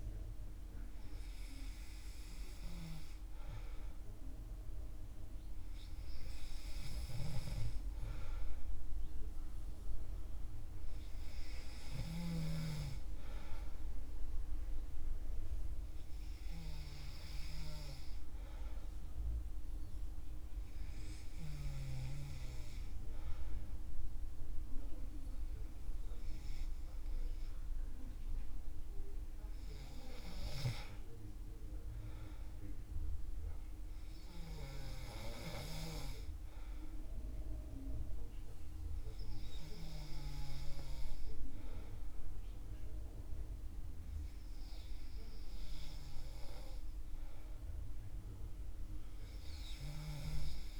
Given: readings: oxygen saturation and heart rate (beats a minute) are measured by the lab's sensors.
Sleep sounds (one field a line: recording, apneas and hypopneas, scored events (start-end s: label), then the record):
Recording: breathing in sleep by a room microphone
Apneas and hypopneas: none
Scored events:
none scored
From the record:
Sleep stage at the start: N2 (light sleep)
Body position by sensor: on the back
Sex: male